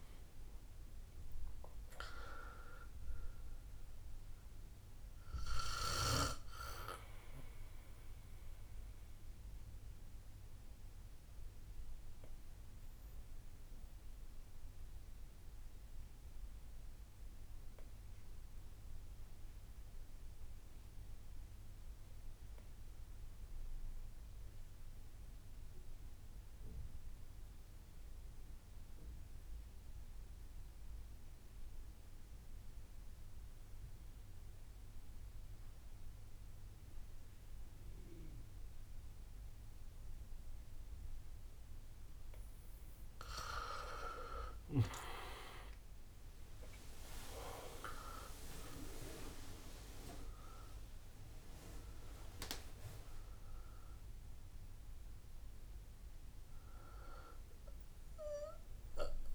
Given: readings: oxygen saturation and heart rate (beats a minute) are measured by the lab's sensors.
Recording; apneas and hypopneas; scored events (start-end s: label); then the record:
breathing in sleep by a room microphone; 1
0.00-1.50 s: arousal
0.00-10.00 s: drop in pulse transit time (device-marked, heart rate 63 extreme)
0.00-22.00 s: oxygen desaturation (device-marked, oxygen 89% lowest, heart rate 54 extreme)
7.00-18.00 s: bradycardia (device-marked, heart rate 68 before, 54 extreme)
10.00-41.50 s: obstructive apnea (oxygen 99% before, 86% lowest, heart rate 64 before, 55 extreme, up 41 after)
38.00-59.35 s: oxygen desaturation (device-marked, oxygen 99% before, 86% lowest, heart rate 60 before, 55 extreme)
45.50-52.00 s: arousal
46.00-54.00 s: tachycardia (device-marked, heart rate 68 before, 158 extreme)
47.00-49.00 s: long interval between heartbeats (device-marked, heart rate 61 before, 74 extreme)
49.00-59.35 s: drop in pulse transit time (device-marked, heart rate 63 before, 67 extreme)
51.50-53.50 s: long interval between heartbeats (device-marked, heart rate 68 before, 141 extreme)
From the record:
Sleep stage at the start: N2 (light sleep); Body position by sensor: on the back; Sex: male